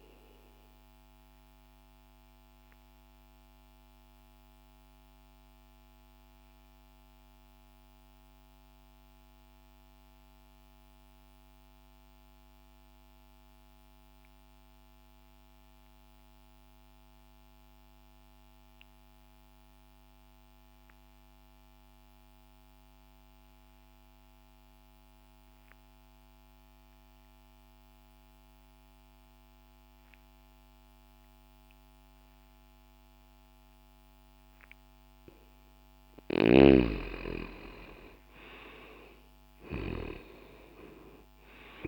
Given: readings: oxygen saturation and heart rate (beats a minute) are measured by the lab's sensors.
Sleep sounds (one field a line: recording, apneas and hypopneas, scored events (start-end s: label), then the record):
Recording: breathing in sleep by a microphone on the trachea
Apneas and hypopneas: 1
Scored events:
0.00-22.00 s: oxygen desaturation (device-marked, oxygen 88% lowest, heart rate 60 extreme)
2.00-34.00 s: mixed apnea (oxygen 99% before, 87% lowest, heart rate 60 before, 60 extreme, up 0 after)
35.50-41.00 s: arousal
38.00-41.88 s: oxygen desaturation (device-marked, oxygen 95% before, 89% lowest, heart rate 60 before, 60 extreme)
From the record:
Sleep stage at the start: N2 (light sleep)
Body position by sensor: on the left side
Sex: male